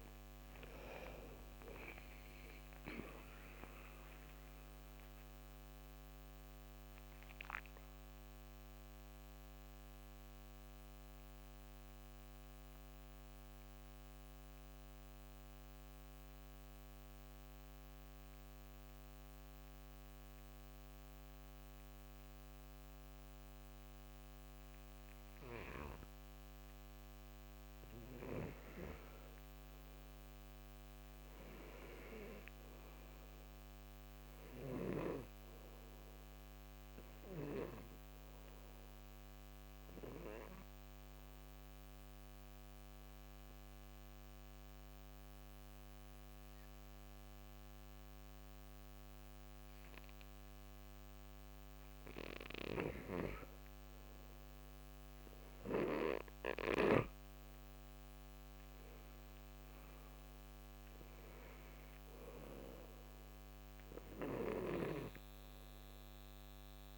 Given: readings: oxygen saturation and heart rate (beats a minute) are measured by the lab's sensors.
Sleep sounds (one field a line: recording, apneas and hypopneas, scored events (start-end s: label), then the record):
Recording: breathing in sleep by a microphone on the trachea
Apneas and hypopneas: 2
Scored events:
0.00-1.50 s: oxygen desaturation (device-marked, oxygen 86% lowest, heart rate 56 extreme)
1.50-7.00 s: arousal
8.50-27.00 s: mixed apnea (oxygen 98% before, 88% lowest, heart rate 72 before, 56 extreme, up 9 after)
28.00-31.50 s: arousal
29.50-48.50 s: oxygen desaturation (device-marked, oxygen 98% before, 88% lowest, heart rate 63 before, 65 extreme)
40.00-53.50 s: obstructive apnea (oxygen 98% before, 86% lowest, heart rate 64 before, 64 extreme, up 5 after)
56.50-66.98 s: oxygen desaturation (device-marked, oxygen 96% before, 89% lowest, heart rate 68 before, 64 extreme)
57.50-61.50 s: arousal
From the record:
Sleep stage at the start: N2 (light sleep)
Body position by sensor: on the right side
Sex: male